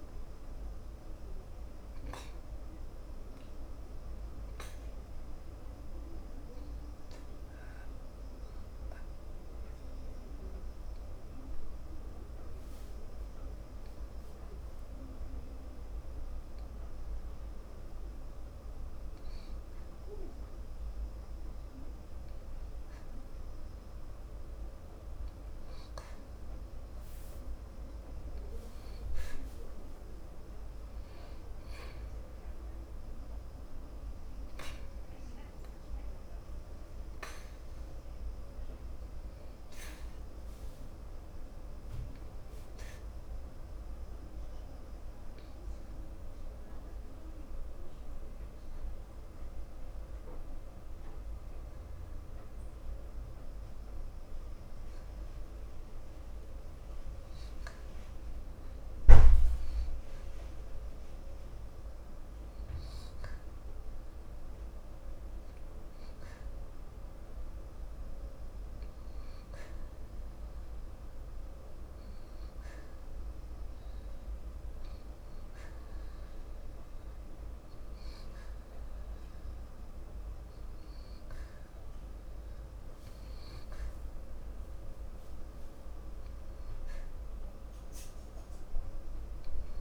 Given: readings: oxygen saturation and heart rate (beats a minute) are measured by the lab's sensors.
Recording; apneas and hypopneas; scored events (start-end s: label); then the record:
breathing in sleep, hard to hear, by a room microphone; 2
0.00-7.00 s: oxygen desaturation (device-marked, oxygen 92% lowest, heart rate 54 extreme)
8.50-23.00 s: obstructive apnea (oxygen 96% before, 92% lowest, heart rate 58 before, 54 extreme, up 10 after)
28.00-55.00 s: oxygen desaturation (device-marked, oxygen 96% before, 92% lowest, heart rate 59 before, 55 extreme)
29.00-32.00 s: arousal
45.50-57.50 s: obstructive apnea (oxygen 96% before, 92% lowest, heart rate 58 before, 55 extreme, up 0 after)
61.00-64.50 s: arousal
69.00-88.00 s: oxygen desaturation (device-marked, oxygen 96% before, 92% lowest, heart rate 56 before, 55 extreme)
From the record:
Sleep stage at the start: N2 (light sleep); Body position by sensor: on the back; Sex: male